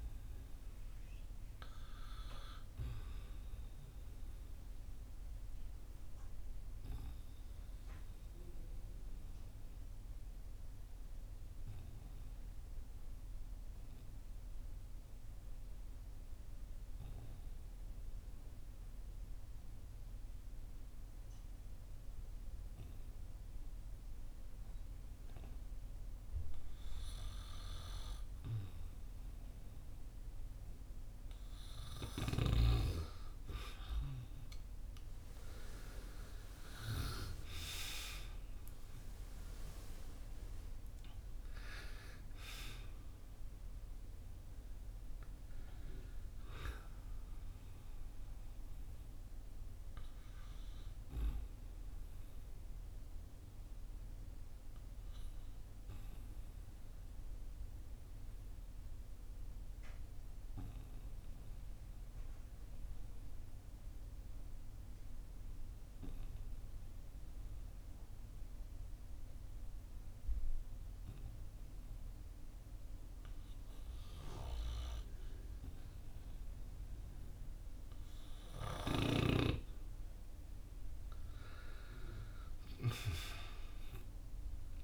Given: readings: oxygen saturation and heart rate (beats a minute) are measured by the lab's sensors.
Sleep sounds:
breathing in sleep by a room microphone; 2
0.00-20.50 s: oxygen desaturation (device-marked, oxygen 90% lowest, heart rate 48 extreme)
2.00-30.50 s: obstructive apnea (oxygen 97% before, 90% lowest, heart rate 58 before, 48 extreme, up 9 after)
33.50-38.50 s: arousal
35.50-51.50 s: oxygen desaturation (device-marked, oxygen 97% before, 93% lowest, heart rate 53 before, 48 extreme)
47.00-79.00 s: obstructive apnea (oxygen 97% before, 89% lowest, heart rate 58 before, 44 extreme, up 10 after)
53.50-70.50 s: oxygen desaturation (device-marked, oxygen 94% before, 91% lowest, heart rate 59 before, 48 extreme)
81.00-84.84 s: arousal
From the record:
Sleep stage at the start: N2 (light sleep); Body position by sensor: on the back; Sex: male

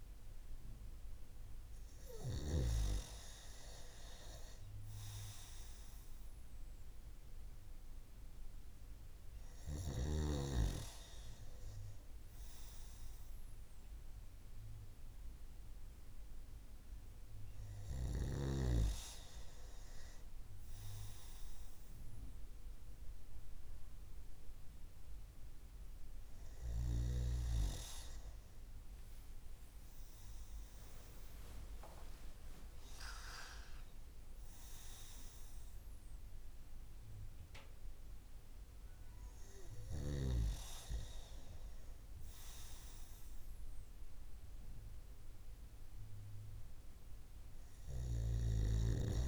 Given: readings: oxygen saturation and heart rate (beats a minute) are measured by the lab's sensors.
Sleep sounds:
breathing in sleep by a room microphone; none
28.00-32.50 s: arousal
From the record:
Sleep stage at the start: N2 (light sleep); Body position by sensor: on the right side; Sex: male

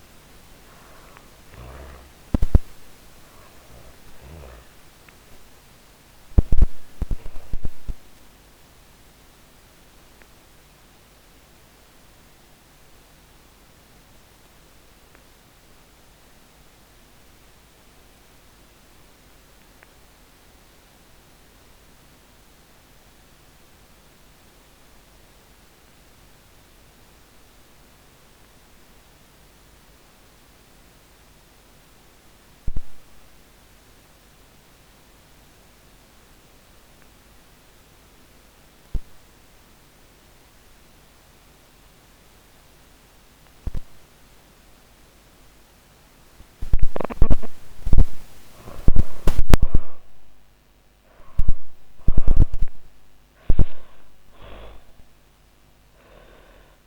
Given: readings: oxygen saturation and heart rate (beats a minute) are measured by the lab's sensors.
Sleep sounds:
breathing in sleep by a microphone on the trachea; 1
0.00-22.00 s: oxygen desaturation (device-marked, oxygen 75% lowest, heart rate 92 extreme)
8.50-46.00 s: obstructive apnea (oxygen 99% before, 75% lowest, heart rate 134 before, 100 extreme, up 56 after)
38.00-56.87 s: oxygen desaturation (device-marked, oxygen 98% before, 77% lowest, heart rate 132 before, 100 extreme)
47.50-52.00 s: arousal
From the record:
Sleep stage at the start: N2 (light sleep); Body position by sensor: on the back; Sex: female

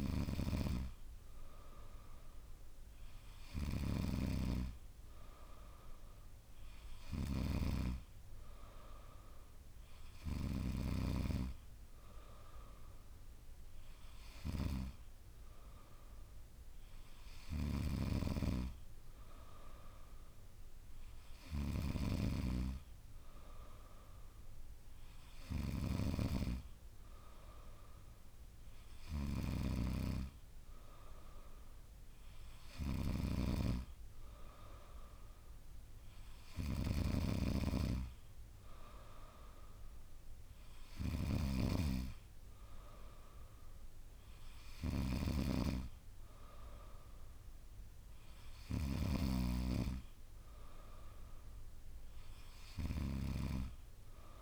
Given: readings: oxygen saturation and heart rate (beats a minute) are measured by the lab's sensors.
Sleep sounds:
breathing in sleep by a room microphone; none
none scored
From the record:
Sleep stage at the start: N3 (deep sleep); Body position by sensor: on the back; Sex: female

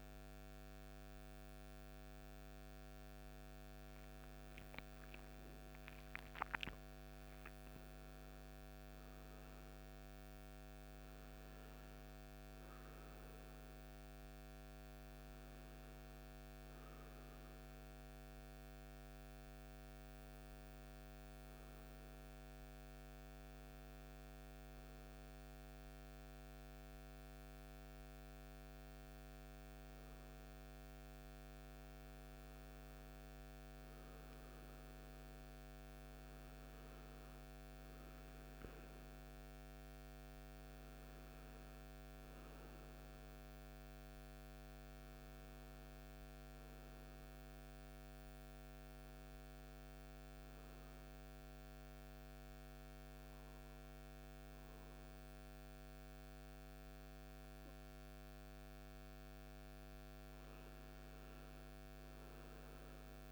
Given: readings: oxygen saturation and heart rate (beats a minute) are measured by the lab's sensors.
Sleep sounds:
breathing in sleep, hard to hear, by a microphone on the trachea; 1
4.50-8.00 s: arousal
17.00-31.50 s: hypopnea (oxygen 98% before, 95% lowest, heart rate 63 before, 55 extreme, up 6 after)
34.00-37.00 s: arousal
From the record:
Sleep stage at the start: N1 (lightest sleep); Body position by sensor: on the right side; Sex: male

